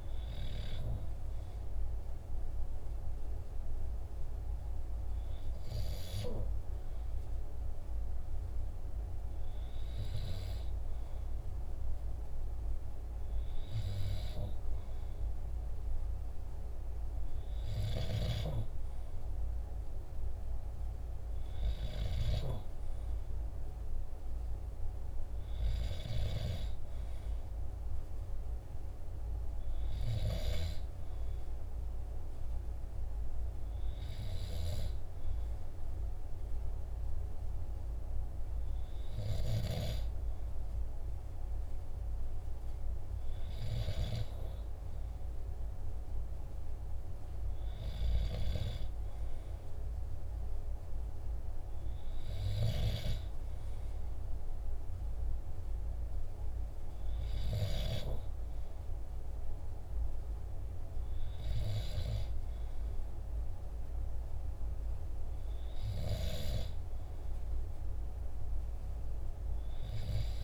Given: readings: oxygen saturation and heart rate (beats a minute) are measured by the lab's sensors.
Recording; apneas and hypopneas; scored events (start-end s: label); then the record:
breathing in sleep by a room microphone; none
none scored
From the record:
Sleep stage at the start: N2 (light sleep); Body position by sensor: on the back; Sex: male